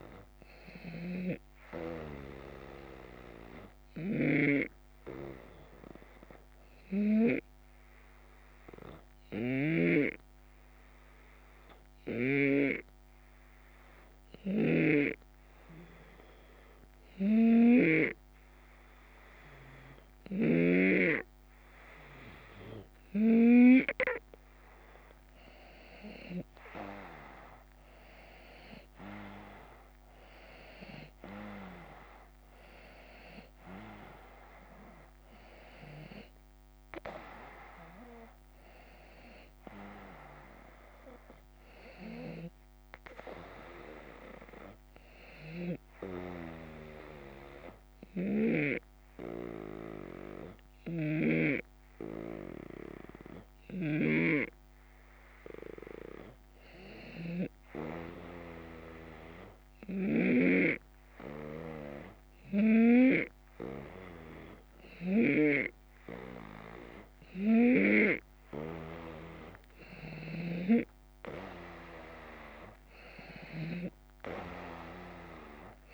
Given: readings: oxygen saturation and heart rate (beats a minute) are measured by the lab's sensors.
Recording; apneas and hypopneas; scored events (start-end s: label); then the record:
breathing in sleep by a microphone on the trachea; 2
3.00-22.50 s: hypopnea (oxygen 95% before, 91% lowest, heart rate 79 before, 72 extreme, up 7 after)
9.00-12.50 s: snoring (device-marked)
22.00-34.00 s: oxygen desaturation (device-marked, oxygen 95% before, 91% lowest, heart rate 75 before, 75 extreme)
25.50-30.50 s: arousal
45.00-73.50 s: snoring (device-marked)
58.00-70.00 s: hypopnea (oxygen 95% before, 92% lowest, heart rate 78 before, 76 extreme, up 4 after)
73.50-75.94 s: arousal
From the record:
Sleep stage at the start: N2 (light sleep); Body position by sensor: on the back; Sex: male